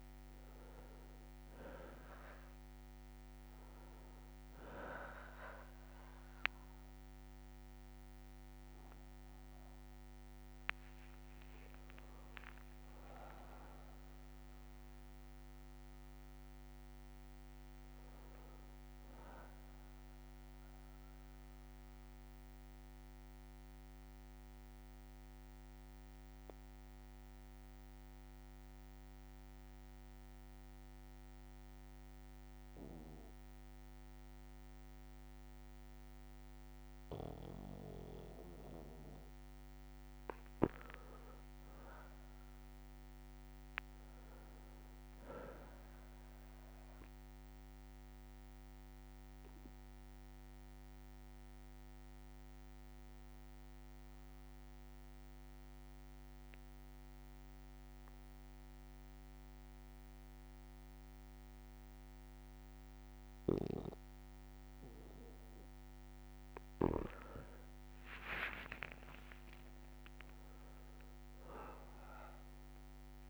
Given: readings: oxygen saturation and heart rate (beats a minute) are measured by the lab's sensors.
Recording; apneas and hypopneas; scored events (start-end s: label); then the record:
breathing in sleep by a microphone on the trachea; 2
0.00-22.50 s: oxygen desaturation (device-marked, oxygen 93% lowest, heart rate 61 extreme)
3.50-5.50 s: long interval between heartbeats (device-marked, heart rate 62 before, 83 extreme)
11.00-13.00 s: long interval between heartbeats (device-marked, heart rate 69 before, 70 extreme)
18.00-21.00 s: arousal
22.00-37.50 s: obstructive apnea (oxygen 98% before, 95% lowest, heart rate 72 before, 58 extreme, up 3 after)
22.50-24.50 s: long interval between heartbeats (device-marked, heart rate 72 before, 72 extreme)
40.50-45.00 s: arousal
45.50-47.50 s: long interval between heartbeats (device-marked, heart rate 63 before, 73 extreme)
45.50-62.50 s: oxygen desaturation (device-marked, oxygen 99% before, 95% lowest, heart rate 63 before, 58 extreme)
50.00-66.50 s: obstructive apnea (oxygen 99% before, 91% lowest, heart rate 64 before, 58 extreme, up 35 after)
52.50-62.50 s: bradycardia (device-marked, heart rate 69 before, 58 extreme)
68.00-70.00 s: long interval between heartbeats (device-marked, heart rate 62 before, 75 extreme)
68.00-71.50 s: arousal
From the record:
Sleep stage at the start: N2 (light sleep); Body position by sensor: on the back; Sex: male